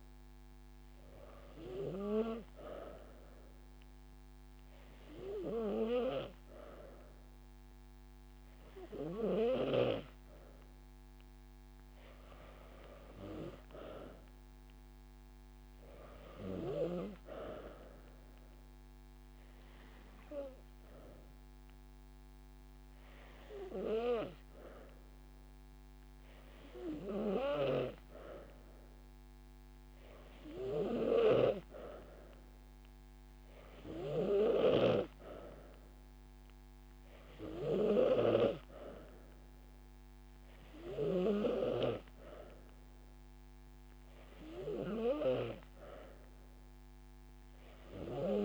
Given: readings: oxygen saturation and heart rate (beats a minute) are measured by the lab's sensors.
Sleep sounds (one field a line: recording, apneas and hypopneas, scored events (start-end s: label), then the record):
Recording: breathing in sleep by a microphone on the trachea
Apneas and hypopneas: none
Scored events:
13.50-15.50 s: long interval between heartbeats (device-marked)
24.00-43.00 s: drop in pulse transit time (device-marked)
33.50-35.50 s: long interval between heartbeats (device-marked)
From the record:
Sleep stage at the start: N2 (light sleep)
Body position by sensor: on the back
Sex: female